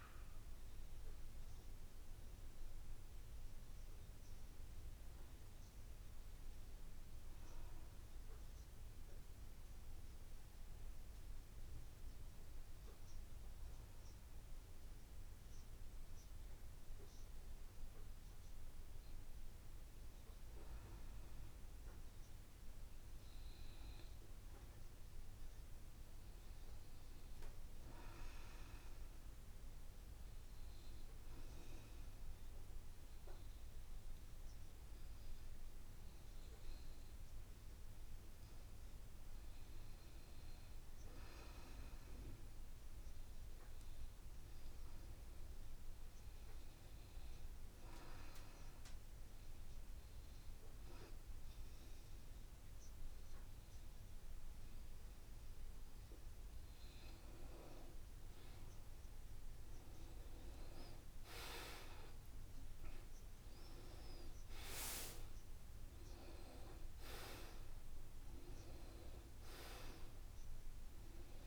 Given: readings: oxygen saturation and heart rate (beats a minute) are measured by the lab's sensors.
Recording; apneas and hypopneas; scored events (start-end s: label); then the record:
breathing in sleep by a room microphone; 2
6.50-18.50 s: obstructive apnea (oxygen 93% before, 88% lowest, heart rate 80 before, 74 extreme, up 0 after)
21.00-24.00 s: arousal
48.50-58.50 s: obstructive apnea (oxygen 91% before, 88% lowest, heart rate 75 before, 73 extreme, up 6 after)
64.00-71.47 s: new sleep stage, awake
From the record:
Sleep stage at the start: N2 (light sleep); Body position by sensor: on the back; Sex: male